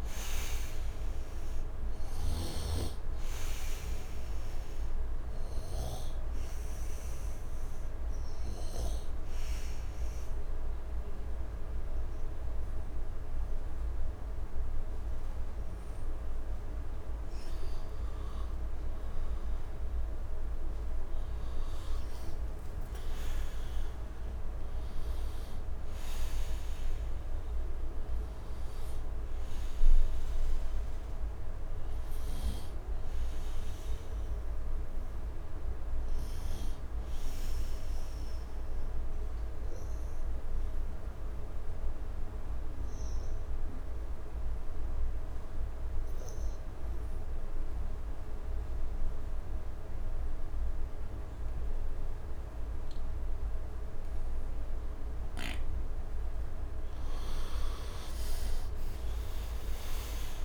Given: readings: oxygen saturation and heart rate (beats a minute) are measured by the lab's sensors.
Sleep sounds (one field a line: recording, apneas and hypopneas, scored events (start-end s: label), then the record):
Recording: breathing in sleep, hard to hear, by a room microphone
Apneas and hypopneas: 2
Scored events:
0.00-6.00 s: snoring (device-marked)
0.00-18.50 s: oxygen desaturation (device-marked, oxygen 89% lowest, heart rate 74 extreme)
6.50-16.50 s: hypopnea (oxygen 99% before, 83% lowest, heart rate 79 before, 74 extreme, up 6 after)
19.50-23.50 s: arousal
29.50-36.50 s: oxygen desaturation (device-marked, oxygen 98% before, 93% lowest, heart rate 78 before, 74 extreme)
40.00-56.00 s: obstructive apnea (oxygen 98% before, 82% lowest, heart rate 78 before, 73 extreme, up 17 after)
54.50-60.45 s: oxygen desaturation (device-marked, oxygen 97% before, 82% lowest, heart rate 75 before, 73 extreme)
57.50-60.45 s: arousal
From the record:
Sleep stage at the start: N2 (light sleep)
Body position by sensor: on the right side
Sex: male